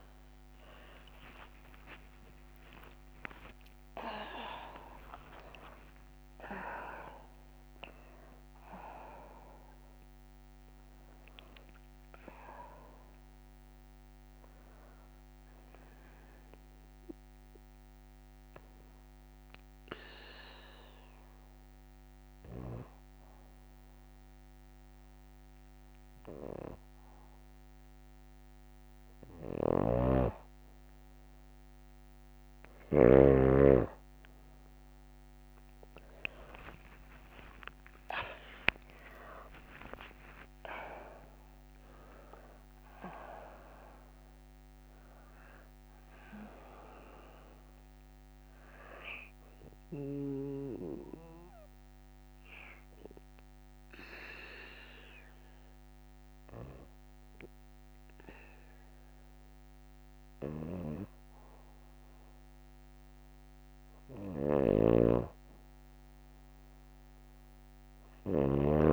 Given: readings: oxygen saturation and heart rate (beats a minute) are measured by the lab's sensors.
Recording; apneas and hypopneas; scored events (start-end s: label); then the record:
breathing in sleep by a microphone on the trachea; 2
0.00-3.00 s: arousal
0.00-7.50 s: tachycardia (device-marked, heart rate 156 extreme)
16.50-28.50 s: obstructive apnea (oxygen 97% before, 92% lowest, heart rate 100 before, 56 extreme, up 12 after)
29.00-32.50 s: snoring (device-marked)
34.50-42.50 s: tachycardia (device-marked, heart rate 63 before, 166 extreme)
35.50-40.00 s: arousal
39.50-60.50 s: oxygen desaturation (device-marked, oxygen 97% before, 92% lowest, heart rate 67 before, 56 extreme)
50.00-63.50 s: obstructive apnea (oxygen 97% before, 92% lowest, heart rate 96 before, 56 extreme, up 2 after)
50.50-68.93 s: new sleep stage, N2 (light sleep)
64.00-68.00 s: snoring (device-marked)
From the record:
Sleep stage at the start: N1 (lightest sleep); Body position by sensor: on the back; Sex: female